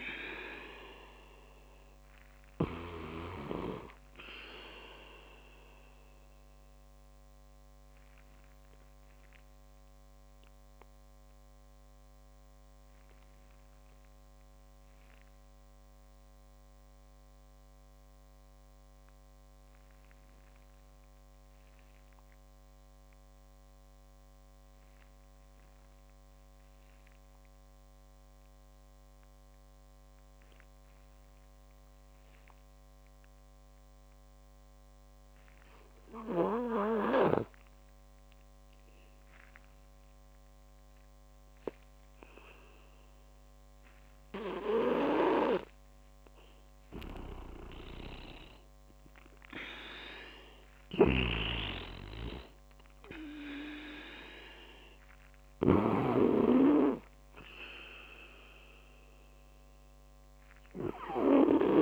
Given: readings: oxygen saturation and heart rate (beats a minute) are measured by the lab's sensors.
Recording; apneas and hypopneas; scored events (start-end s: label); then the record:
breathing in sleep by a microphone on the trachea; 1
0.00-3.00 s: snoring (device-marked)
0.00-9.50 s: oxygen desaturation (device-marked, oxygen 93% lowest)
6.50-36.00 s: obstructive apnea (oxygen 98% before, 90% lowest)
11.50-25.50 s: oxygen desaturation (device-marked, oxygen 95% before, 90% lowest)
41.50-46.00 s: arousal
47.00-61.82 s: snoring (device-marked)
From the record:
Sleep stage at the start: N2 (light sleep); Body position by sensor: on the back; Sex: male